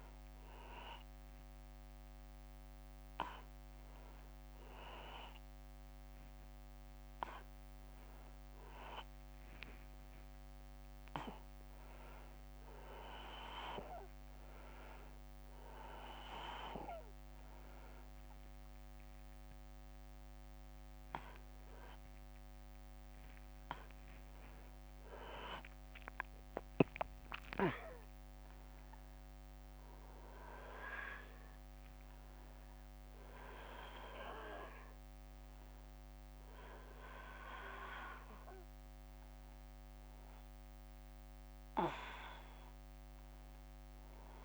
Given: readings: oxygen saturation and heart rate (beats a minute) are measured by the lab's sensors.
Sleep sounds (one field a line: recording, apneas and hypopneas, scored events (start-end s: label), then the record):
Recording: a person awake in a sleep study, by a microphone on the trachea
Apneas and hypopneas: none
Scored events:
26.50-44.45 s: new sleep stage, N1 (lightest sleep)
From the record:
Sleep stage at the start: awake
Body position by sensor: on the back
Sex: male